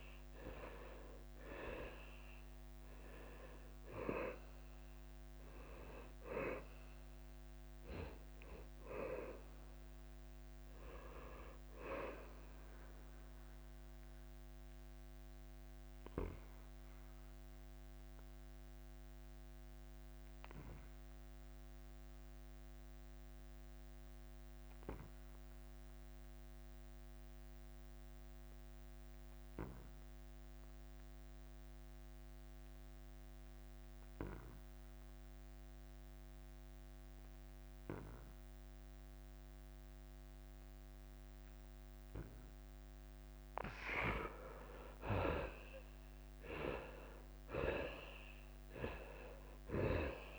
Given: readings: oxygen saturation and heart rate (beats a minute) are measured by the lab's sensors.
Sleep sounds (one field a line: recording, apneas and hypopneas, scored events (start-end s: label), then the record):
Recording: breathing in sleep by a microphone on the trachea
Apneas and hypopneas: 1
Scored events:
0.00-2.00 s: arousal
0.00-14.50 s: drop in pulse transit time (device-marked, heart rate 89 extreme)
14.00-43.00 s: obstructive apnea (oxygen 98% before, 81% lowest, heart rate 91 before, 86 extreme, up 6 after)
21.50-29.50 s: oxygen desaturation (device-marked, oxygen 95% before, 81% lowest, heart rate 92 before, 86 extreme)
43.50-50.39 s: oxygen desaturation (device-marked, oxygen 98% before, 92% lowest, heart rate 88 before, 86 extreme)
44.50-50.39 s: drop in pulse transit time (device-marked, heart rate 88 before, 89 extreme)
46.00-49.50 s: arousal
From the record:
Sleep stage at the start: N2 (light sleep)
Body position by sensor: on the back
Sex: male